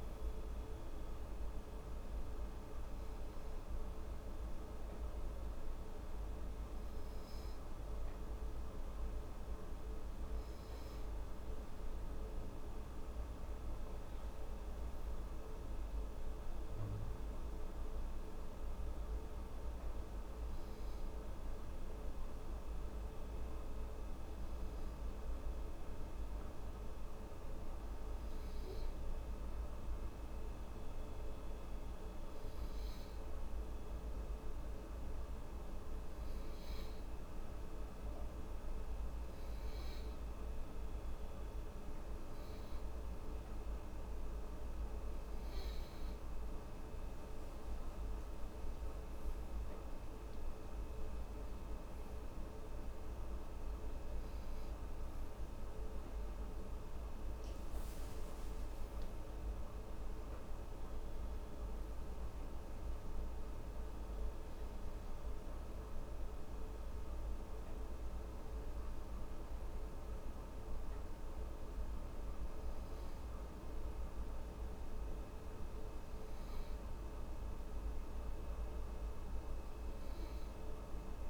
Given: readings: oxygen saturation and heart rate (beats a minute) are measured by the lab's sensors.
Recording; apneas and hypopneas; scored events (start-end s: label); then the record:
breathing in sleep, hard to hear, by a room microphone; 1
27.00-43.50 s: hypopnea (oxygen 99% before, 95% lowest, heart rate 81 before, 75 extreme, up 6 after)
47.50-51.50 s: arousal
From the record:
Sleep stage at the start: N2 (light sleep); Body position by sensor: on the back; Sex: female